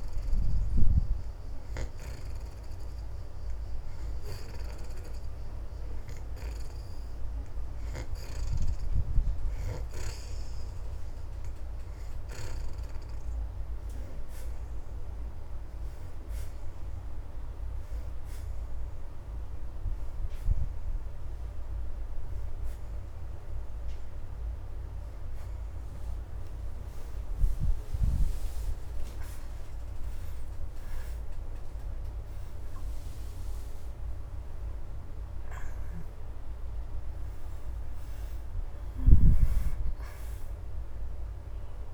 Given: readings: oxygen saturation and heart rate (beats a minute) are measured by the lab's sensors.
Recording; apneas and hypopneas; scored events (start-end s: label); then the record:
breathing in sleep, hard to hear, by a room microphone; none
4.00-14.00 s: oxygen desaturation (device-marked, oxygen 70% before, 63% lowest)
20.00-41.93 s: oxygen desaturation (device-marked, oxygen 73% before, 63% lowest)
26.50-31.50 s: arousal
From the record:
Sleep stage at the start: N2 (light sleep); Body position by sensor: on the back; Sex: female